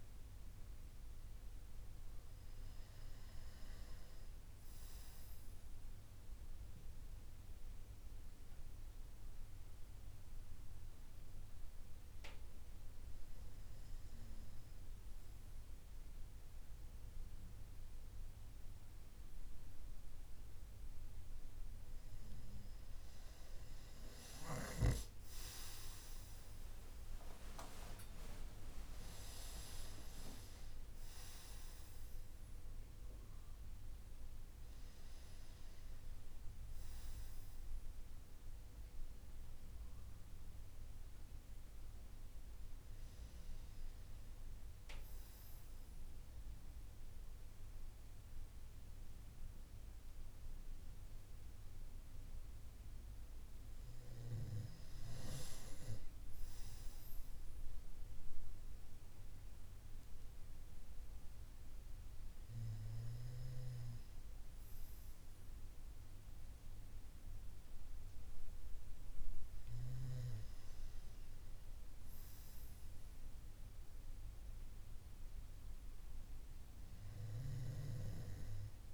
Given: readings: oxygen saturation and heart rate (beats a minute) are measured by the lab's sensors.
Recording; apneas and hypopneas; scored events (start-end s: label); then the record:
breathing in sleep by a room microphone; none
23.50-28.00 s: arousal
From the record:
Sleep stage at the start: N2 (light sleep); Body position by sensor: on the right side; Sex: male